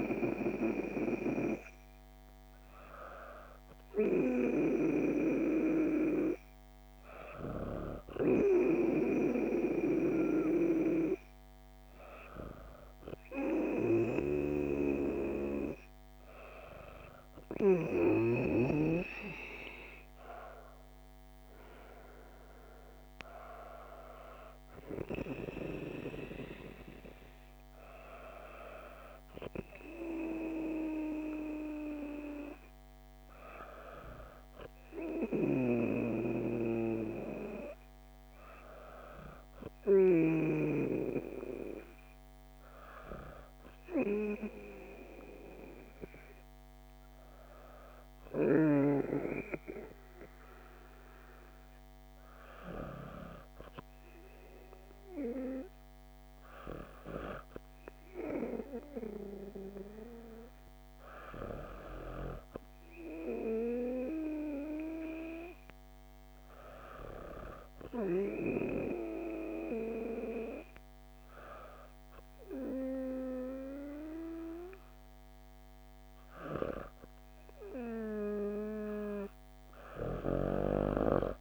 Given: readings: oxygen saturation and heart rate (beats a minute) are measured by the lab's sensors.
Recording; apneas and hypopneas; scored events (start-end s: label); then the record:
breathing in sleep by a microphone on the trachea; none
none scored
From the record:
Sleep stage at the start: N2 (light sleep); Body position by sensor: on the back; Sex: female